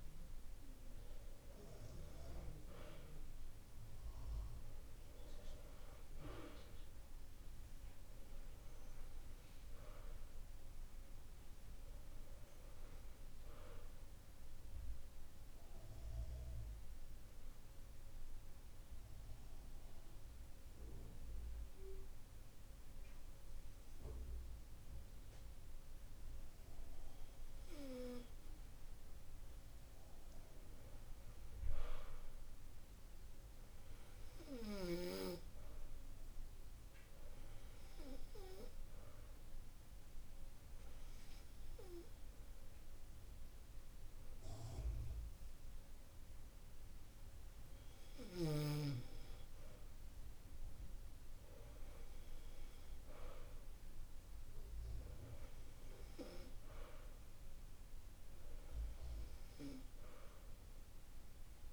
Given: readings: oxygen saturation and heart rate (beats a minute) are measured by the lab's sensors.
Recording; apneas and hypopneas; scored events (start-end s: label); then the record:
breathing in sleep by a room microphone; 2
15.00-27.50 s: obstructive apnea (oxygen 96% before, 93% lowest, heart rate 51 before, 49 extreme, up 6 after)
29.50-33.00 s: arousal
39.00-50.00 s: obstructive apnea (oxygen 95% before, 93% lowest, heart rate 51 before, 49 extreme, up 4 after)
52.50-56.00 s: arousal
From the record:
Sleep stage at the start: N2 (light sleep); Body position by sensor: on the back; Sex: male